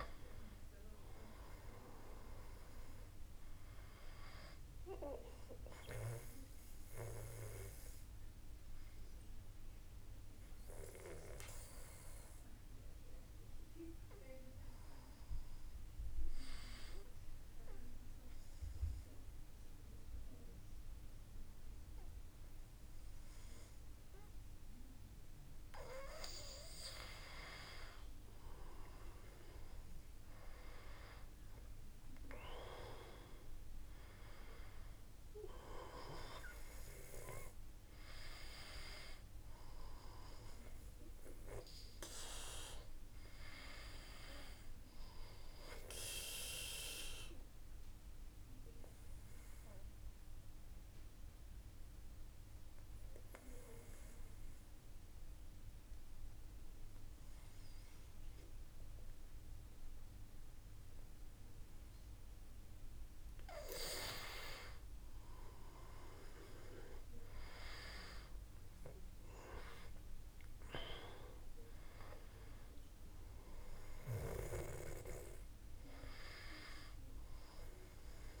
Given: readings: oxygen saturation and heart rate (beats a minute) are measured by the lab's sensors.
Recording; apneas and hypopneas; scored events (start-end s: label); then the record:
breathing in sleep by a room microphone; 2
2.50-21.50 s: oxygen desaturation (device-marked, oxygen 97% before, 93% lowest, heart rate 67 before, 28 extreme)
6.00-24.00 s: obstructive apnea (oxygen 97% before, 92% lowest, heart rate 62 before, 28 extreme, up 10 after)
28.00-32.00 s: arousal
39.50-57.50 s: oxygen desaturation (device-marked, oxygen 96% before, 92% lowest, heart rate 58 before, 37 extreme)
46.00-62.00 s: obstructive apnea (oxygen 96% before, 92% lowest, heart rate 51 before, 37 extreme, up 11 after)
64.50-68.00 s: arousal
74.50-78.40 s: oxygen desaturation (device-marked, oxygen 97% before, 93% lowest, heart rate 57 before, 27 extreme)
From the record:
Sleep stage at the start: N2 (light sleep); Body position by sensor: on the back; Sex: male